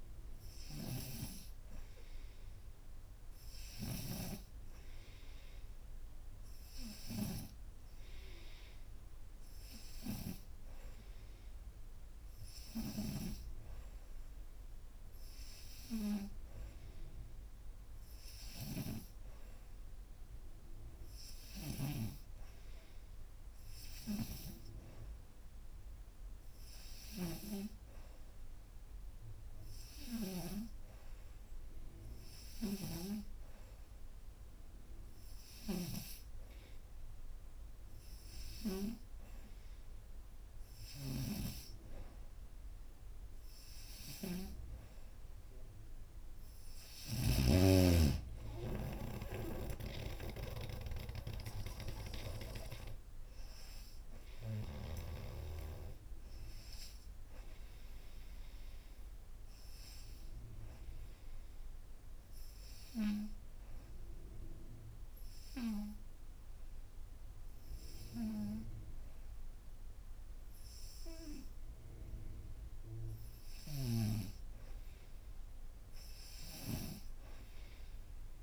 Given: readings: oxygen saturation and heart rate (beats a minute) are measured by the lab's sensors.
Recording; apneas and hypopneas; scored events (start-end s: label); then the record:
breathing in sleep by a room microphone; 1
0.50-4.00 s: snoring (device-marked)
12.50-18.50 s: snoring (device-marked)
26.50-30.50 s: snoring (device-marked)
40.50-55.00 s: snoring (device-marked)
53.50-63.50 s: oxygen desaturation (device-marked, oxygen 93% before, 90% lowest)
62.50-73.50 s: obstructive apnea (oxygen 93% before, 89% lowest)
74.50-77.50 s: arousal
From the record:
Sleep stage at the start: N2 (light sleep); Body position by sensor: upright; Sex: female